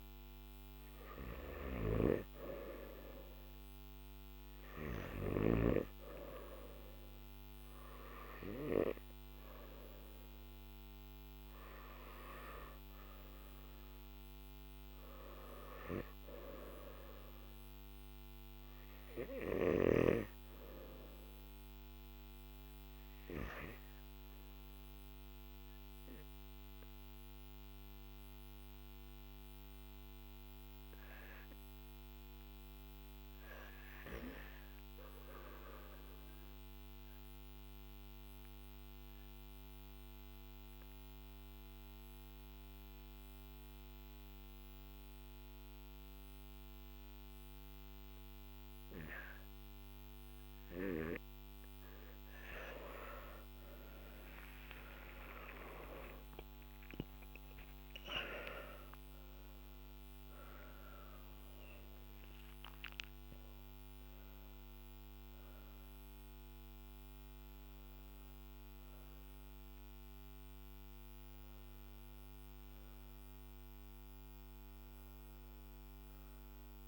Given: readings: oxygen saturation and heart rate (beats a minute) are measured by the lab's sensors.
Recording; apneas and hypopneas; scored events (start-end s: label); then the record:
breathing in sleep by a microphone on the trachea; 1
9.50-31.50 s: oxygen desaturation (device-marked, oxygen 97% before, 92% lowest, heart rate 52 before, 47 extreme)
24.00-51.00 s: obstructive apnea (oxygen 98% before, 92% lowest, heart rate 55 before, 47 extreme, up 42 after)
48.50-69.50 s: oxygen desaturation (device-marked, oxygen 97% before, 92% lowest, heart rate 49 before, 48 extreme)
From the record:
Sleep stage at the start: N2 (light sleep); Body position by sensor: on the back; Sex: male